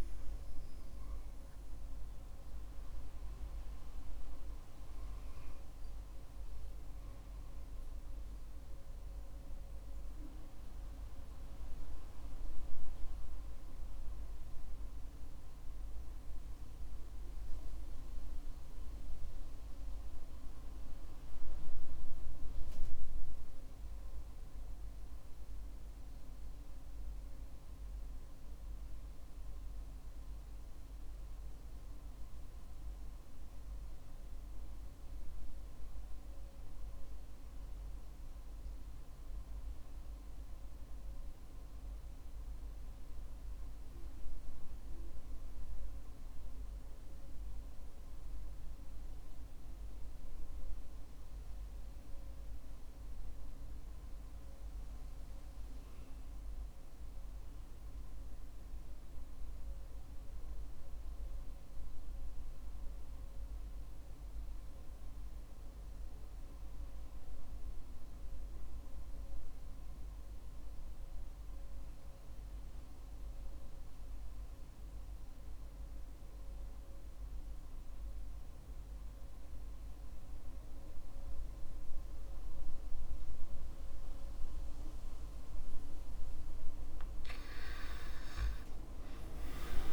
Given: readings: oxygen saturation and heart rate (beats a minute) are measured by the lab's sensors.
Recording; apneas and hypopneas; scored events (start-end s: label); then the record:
breathing in sleep, hard to hear, by a room microphone; 1
1.50-85.50 s: obstructive apnea (oxygen 99% before, 66% lowest, heart rate 70 before, 53 extreme, up 17 after)
25.00-89.93 s: oxygen desaturation (device-marked, oxygen 96% before, 66% lowest, heart rate 61 before, 53 extreme)
87.00-89.93 s: arousal
From the record:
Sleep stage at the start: REM sleep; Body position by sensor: on the back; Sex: male